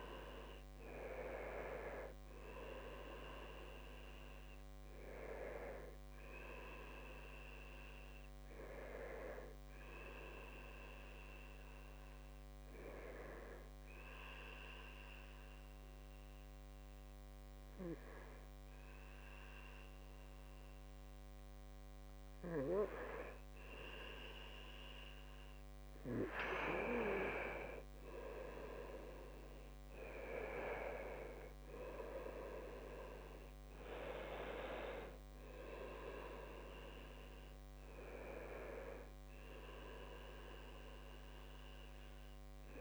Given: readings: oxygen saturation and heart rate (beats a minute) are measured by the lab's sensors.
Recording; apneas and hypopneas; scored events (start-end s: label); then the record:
breathing in sleep by a microphone on the trachea; 1
5.00-7.00 s: long interval between heartbeats (device-marked, heart rate 76 before, 88 extreme)
8.50-10.50 s: long interval between heartbeats (device-marked, heart rate 79 before, 90 extreme)
12.00-24.50 s: obstructive apnea (oxygen 96% before, 90% lowest, heart rate 81 before, 68 extreme, up 10 after)
21.00-23.00 s: long interval between heartbeats (device-marked, heart rate 81 before, 80 extreme)
27.00-31.00 s: arousal
28.50-30.50 s: long interval between heartbeats (device-marked, heart rate 78 before, 79 extreme)
31.50-42.81 s: oxygen desaturation (device-marked, oxygen 96% before, 90% lowest, heart rate 76 before, 68 extreme)
From the record:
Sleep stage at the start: N2 (light sleep); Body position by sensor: on the right side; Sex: male